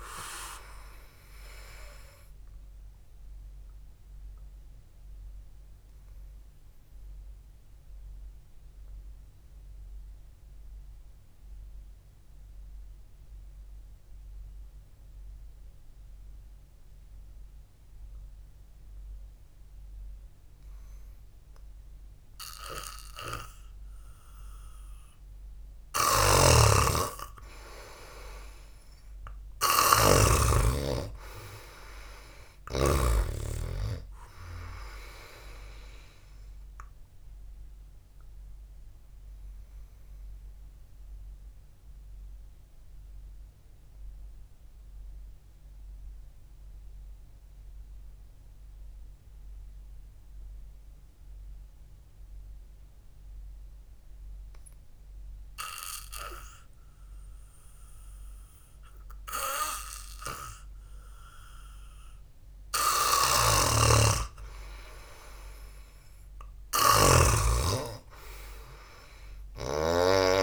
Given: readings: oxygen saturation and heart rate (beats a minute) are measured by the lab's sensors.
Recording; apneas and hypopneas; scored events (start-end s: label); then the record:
breathing in sleep by a room microphone; 2
0.00-28.00 s: oxygen desaturation (device-marked, oxygen 90% lowest, heart rate 51 extreme)
3.50-23.00 s: obstructive apnea (oxygen 98% before, 90% lowest, heart rate 61 before, 51 extreme, up 0 after)
26.50-33.50 s: snoring (device-marked)
28.00-32.50 s: arousal
38.00-62.00 s: obstructive apnea (oxygen 97% before, 89% lowest, heart rate 57 before, 52 extreme)
63.50-70.43 s: snoring (device-marked)
64.00-67.50 s: arousal
From the record:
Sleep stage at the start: N2 (light sleep); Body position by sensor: on the back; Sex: male